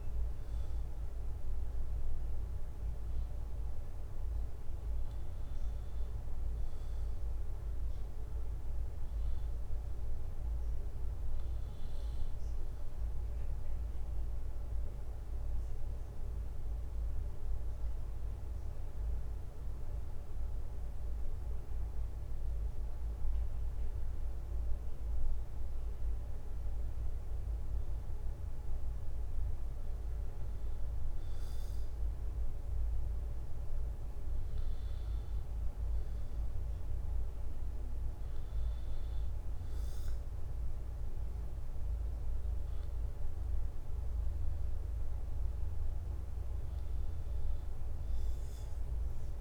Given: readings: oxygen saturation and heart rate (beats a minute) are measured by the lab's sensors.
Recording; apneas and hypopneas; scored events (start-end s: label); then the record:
breathing in sleep, hard to hear, by a room microphone; 1
2.00-14.00 s: hypopnea (oxygen 94% before, 92% lowest, heart rate 69 before, 64 extreme, up 4 after)
16.50-20.00 s: arousal
From the record:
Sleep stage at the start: N2 (light sleep); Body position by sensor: on the back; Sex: male